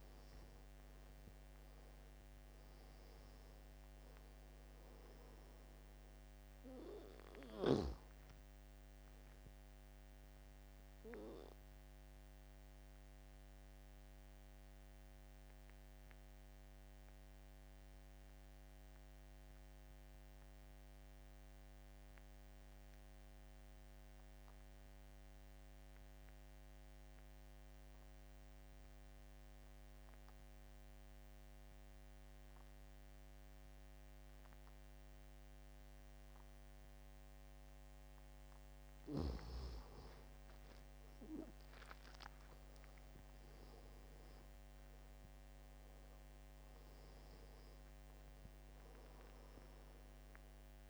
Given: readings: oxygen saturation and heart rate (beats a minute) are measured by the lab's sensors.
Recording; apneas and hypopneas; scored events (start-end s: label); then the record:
breathing in sleep by a microphone on the trachea; 1
0.00-1.50 s: arousal
0.00-25.50 s: oxygen desaturation (device-marked, oxygen 81% lowest, heart rate 67 extreme)
11.50-38.00 s: obstructive apnea (oxygen 97% before, 75% lowest, heart rate 80 before, 67 extreme, up 35 after)
32.50-50.90 s: oxygen desaturation (device-marked, oxygen 97% before, 75% lowest, heart rate 72 before, 70 extreme)
40.50-45.00 s: arousal
From the record:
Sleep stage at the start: N2 (light sleep); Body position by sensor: on the back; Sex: male